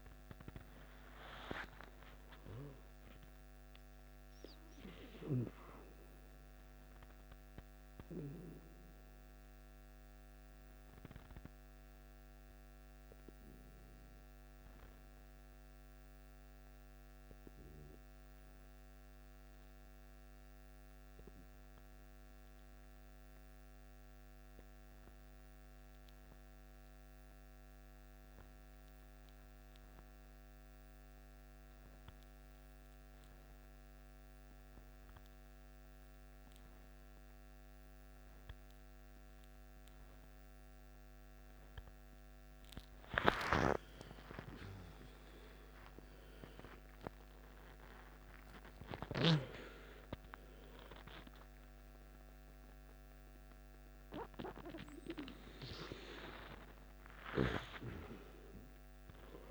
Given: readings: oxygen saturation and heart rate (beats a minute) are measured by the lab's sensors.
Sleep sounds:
breathing in sleep by a microphone on the trachea; 1
0.00-12.50 s: oxygen desaturation (device-marked, oxygen 88% lowest, heart rate 51 extreme)
1.00-5.50 s: arousal
9.50-41.50 s: obstructive apnea (oxygen 91% before, 90% lowest, heart rate 60 before, 51 extreme, up 13 after)
34.50-59.50 s: oxygen desaturation (device-marked, oxygen 98% before, 90% lowest, heart rate 53 before, 53 extreme)
43.50-48.50 s: arousal
From the record:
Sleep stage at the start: N2 (light sleep); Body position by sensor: on the back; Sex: male

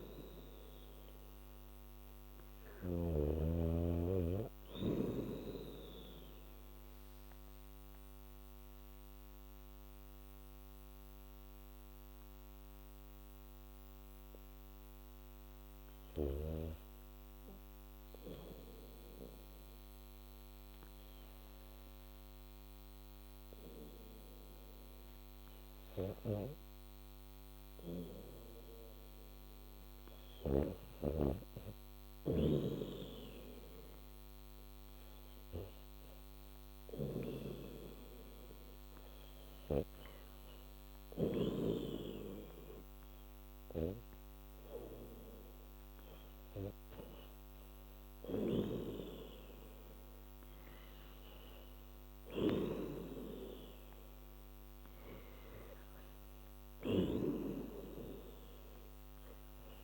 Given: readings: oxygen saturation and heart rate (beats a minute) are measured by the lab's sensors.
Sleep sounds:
breathing in sleep by a microphone on the trachea; 1
0.00-3.50 s: snoring (device-marked)
5.50-29.00 s: obstructive apnea (oxygen 96% before, 88% lowest, heart rate 83 before, 57 extreme, up 8 after)
16.50-28.50 s: bradycardia (device-marked, heart rate 82 before, 57 extreme)
30.50-54.50 s: oxygen desaturation (device-marked, oxygen 96% before, 88% lowest, heart rate 62 before, 65 extreme)
31.50-35.00 s: arousal
32.00-41.50 s: snoring (device-marked)
From the record:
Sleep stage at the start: N2 (light sleep); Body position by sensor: on the back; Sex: female

